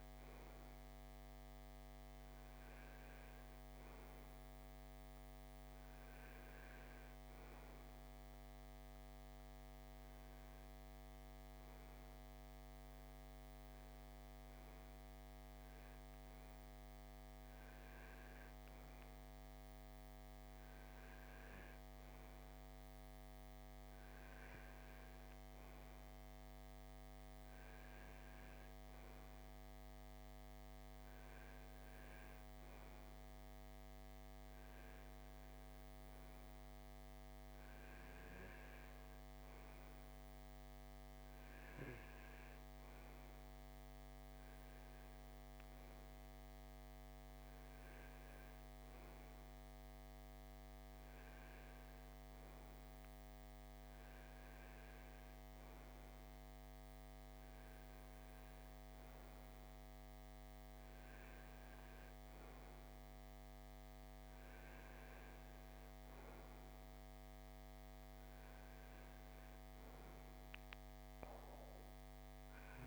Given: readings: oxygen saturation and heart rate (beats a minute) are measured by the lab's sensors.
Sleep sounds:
breathing in sleep, hard to hear, by a microphone on the trachea; none
none scored
From the record:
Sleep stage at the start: REM sleep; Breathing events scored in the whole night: 344 in 6.7 hours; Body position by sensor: on the right side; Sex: male

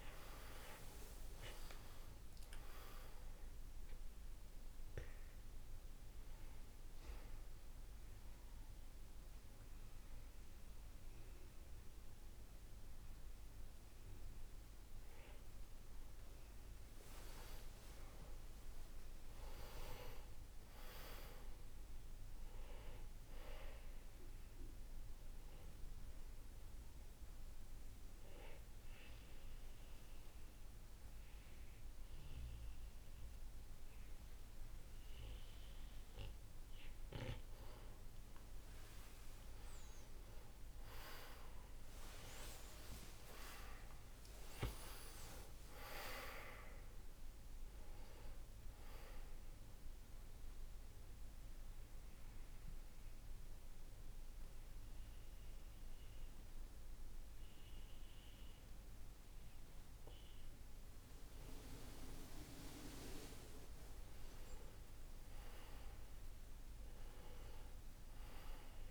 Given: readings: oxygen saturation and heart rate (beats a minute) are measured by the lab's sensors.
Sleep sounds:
breathing in sleep by a room microphone; 3
0.00-4.00 s: arousal
0.00-13.50 s: oxygen desaturation (device-marked, oxygen 92% lowest, heart rate 55 extreme)
7.00-17.50 s: obstructive apnea (oxygen 97% before, 90% lowest, heart rate 68 before, 55 extreme, up 16 after)
23.50-35.50 s: oxygen desaturation (device-marked, oxygen 97% before, 94% lowest, heart rate 73 before, 55 extreme)
26.50-37.00 s: obstructive apnea (oxygen 97% before, 90% lowest, heart rate 71 before, 55 extreme, up 19 after)
42.00-46.50 s: arousal
46.50-64.50 s: oxygen desaturation (device-marked, oxygen 96% before, 90% lowest, heart rate 62 before, 54 extreme)
50.50-60.50 s: obstructive apnea (oxygen 97% before, 90% lowest, heart rate 65 before, 54 extreme, up 17 after)
62.50-66.00 s: arousal
66.50-68.91 s: oxygen desaturation (device-marked, oxygen 98% before, 93% lowest, heart rate 68 before, 54 extreme)
From the record:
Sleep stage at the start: N2 (light sleep); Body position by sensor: on the back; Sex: male

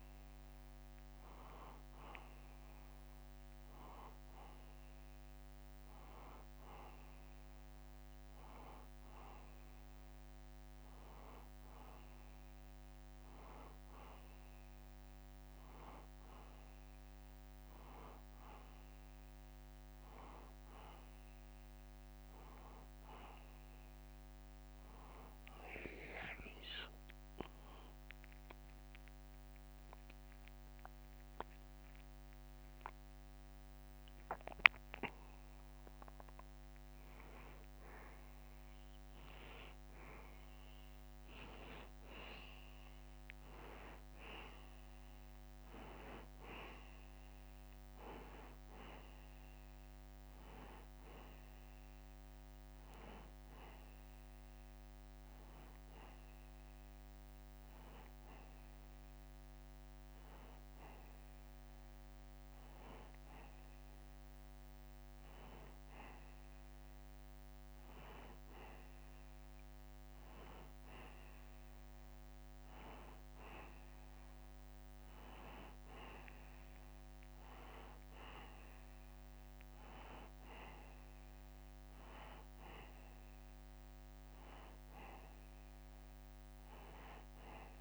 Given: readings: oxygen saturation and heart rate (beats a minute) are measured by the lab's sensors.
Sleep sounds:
breathing in sleep by a microphone on the trachea; none
27.50-29.50 s: long interval between heartbeats (device-marked, heart rate 83 before, 83 extreme)
From the record:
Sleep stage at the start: N2 (light sleep); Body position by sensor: on the back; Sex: male

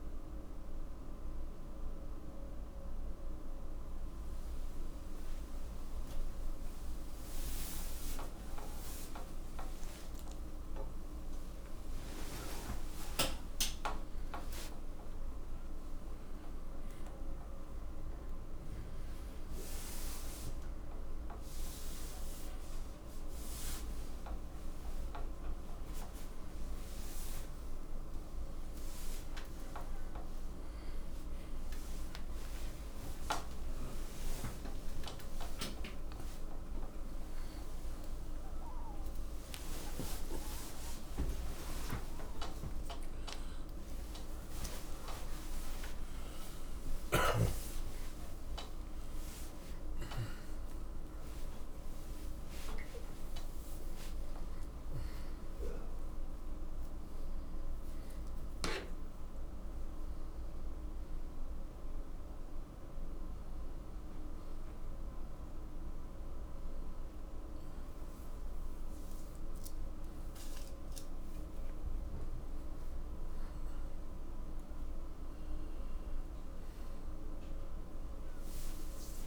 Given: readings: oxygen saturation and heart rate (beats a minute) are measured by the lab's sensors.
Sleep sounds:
a person awake in a sleep study, by a room microphone; none
none scored
From the record:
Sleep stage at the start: awake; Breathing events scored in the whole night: 141 in 3.2 hours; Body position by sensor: on the back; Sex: male

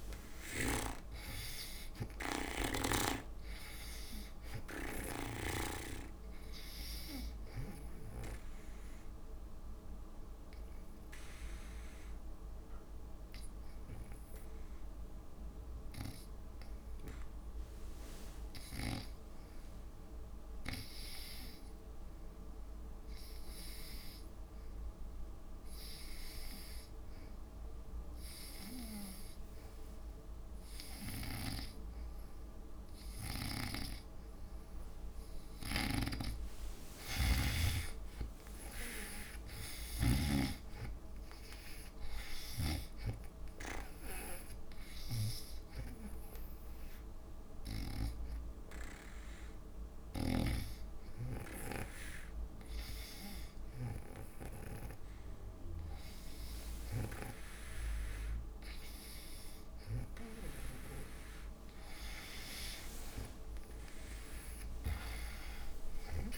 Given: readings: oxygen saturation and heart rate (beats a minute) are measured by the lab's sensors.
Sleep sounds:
breathing in sleep by a room microphone; 2
0.00-1.00 s: snoring (device-marked)
0.00-2.00 s: arousal
0.00-17.50 s: oxygen desaturation (device-marked, oxygen 75% lowest)
8.50-19.50 s: obstructive apnea (oxygen 94% before, 75% lowest)
21.00-25.50 s: arousal
25.50-54.50 s: oxygen desaturation (device-marked, oxygen 97% before, 84% lowest)
36.00-40.50 s: snoring (device-marked)
44.00-55.50 s: hypopnea (oxygen 97% before, 83% lowest)
50.50-57.50 s: snoring (device-marked)
62.50-66.38 s: arousal
From the record:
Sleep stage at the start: N2 (light sleep); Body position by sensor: on the back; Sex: female

